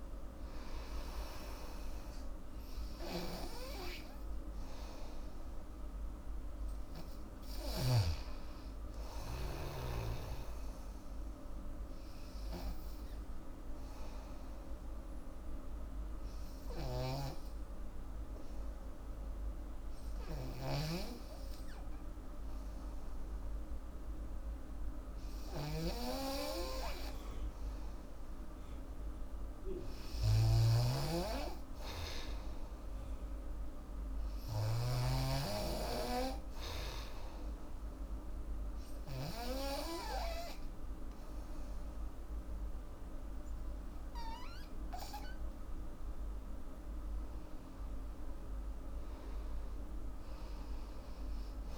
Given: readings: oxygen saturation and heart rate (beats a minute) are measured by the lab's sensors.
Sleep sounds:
breathing in sleep by a room microphone; 2
0.00-15.50 s: oxygen desaturation (device-marked, oxygen 90% lowest, heart rate 71 extreme)
3.00-8.00 s: snoring (device-marked)
14.50-27.50 s: obstructive apnea (oxygen 97% before, 90% lowest, heart rate 77 before, 75 extreme, up 3 after)
17.00-35.00 s: snoring (device-marked)
28.00-31.00 s: arousal
31.50-46.50 s: oxygen desaturation (device-marked, oxygen 97% before, 91% lowest, heart rate 78 before, 75 extreme)
36.00-46.00 s: obstructive apnea (oxygen 98% before, 90% lowest, heart rate 78 before, 75 extreme, up 4 after)
48.00-51.00 s: arousal
From the record:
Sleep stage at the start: N2 (light sleep); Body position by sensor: on the back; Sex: female

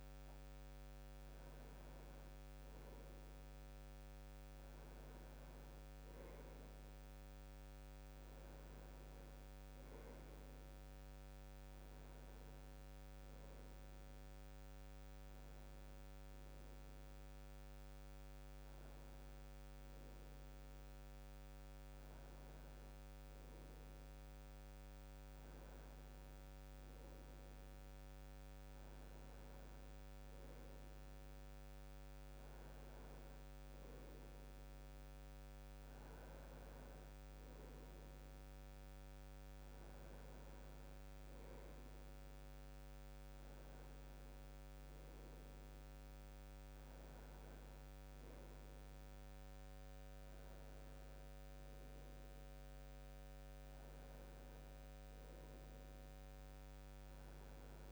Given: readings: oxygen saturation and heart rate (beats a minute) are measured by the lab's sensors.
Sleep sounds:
breathing in sleep, hard to hear, by a microphone on the trachea; none
49.50-57.92 s: new sleep stage, N2 (light sleep)
From the record:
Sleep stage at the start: N1 (lightest sleep); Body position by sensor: on the back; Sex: male

